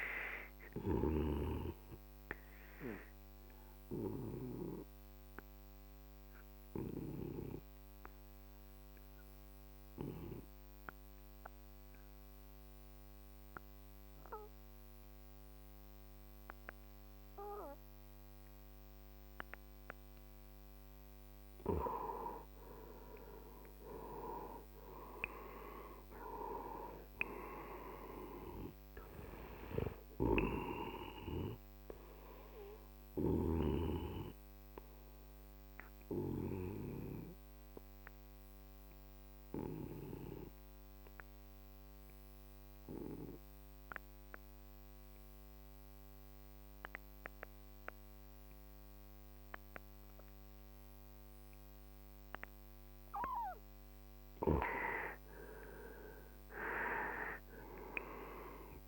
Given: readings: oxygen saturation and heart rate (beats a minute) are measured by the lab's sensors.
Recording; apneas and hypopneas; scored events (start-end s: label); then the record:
breathing in sleep by a microphone on the trachea; 2
0.00-12.00 s: oxygen desaturation (device-marked, oxygen 93% lowest, heart rate 48 extreme)
2.00-20.50 s: obstructive apnea (oxygen 98% before, 92% lowest, heart rate 57 before, 47 extreme, up 17 after)
22.00-46.00 s: oxygen desaturation (device-marked, oxygen 97% before, 92% lowest, heart rate 53 before, 47 extreme)
24.00-28.50 s: arousal
35.00-53.00 s: obstructive apnea (oxygen 97% before, 92% lowest, heart rate 60 before, 47 extreme, up 15 after)
55.00-58.88 s: oxygen desaturation (device-marked, oxygen 98% before, 92% lowest, heart rate 51 before, 47 extreme)
56.00-58.88 s: arousal
From the record:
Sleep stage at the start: N2 (light sleep); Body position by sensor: on the right side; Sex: male